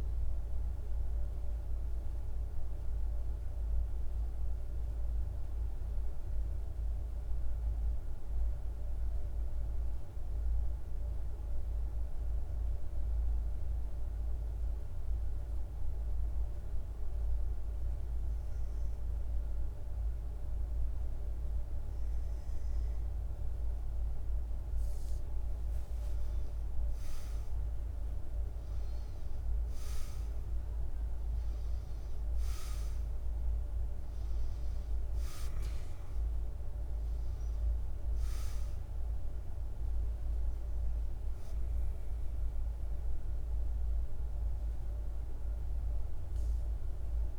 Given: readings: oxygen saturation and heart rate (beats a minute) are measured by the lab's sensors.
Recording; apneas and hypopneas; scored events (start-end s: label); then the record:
breathing in sleep, hard to hear, by a room microphone; 1
0.00-4.00 s: oxygen desaturation (device-marked, oxygen 90% lowest, heart rate 49 extreme)
2.50-20.00 s: mixed apnea (oxygen 97% before, 90% lowest, heart rate 57 before, 49 extreme, up 2 after)
24.00-47.39 s: oxygen desaturation (device-marked, oxygen 97% before, 90% lowest, heart rate 50 before, 49 extreme)
24.50-28.50 s: arousal
From the record:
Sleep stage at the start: N2 (light sleep); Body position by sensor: on the back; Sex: male